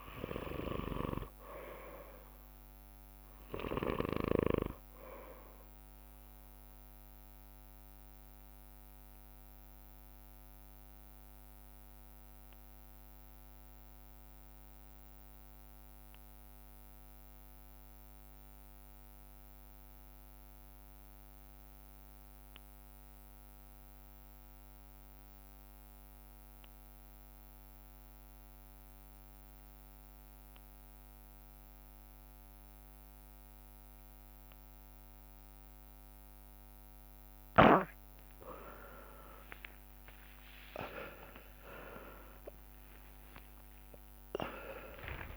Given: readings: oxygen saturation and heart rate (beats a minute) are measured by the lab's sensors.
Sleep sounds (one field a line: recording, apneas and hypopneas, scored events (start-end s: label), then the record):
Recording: breathing in sleep by a microphone on the trachea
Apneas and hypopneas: 1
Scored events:
0.00-16.50 s: oxygen desaturation (device-marked, oxygen 90% lowest)
7.50-37.00 s: obstructive apnea (oxygen 99% before, 85% lowest)
34.50-45.37 s: oxygen desaturation (device-marked, oxygen 99% before, 85% lowest)
39.50-45.37 s: arousal
From the record:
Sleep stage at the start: REM sleep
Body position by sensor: on the right side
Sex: male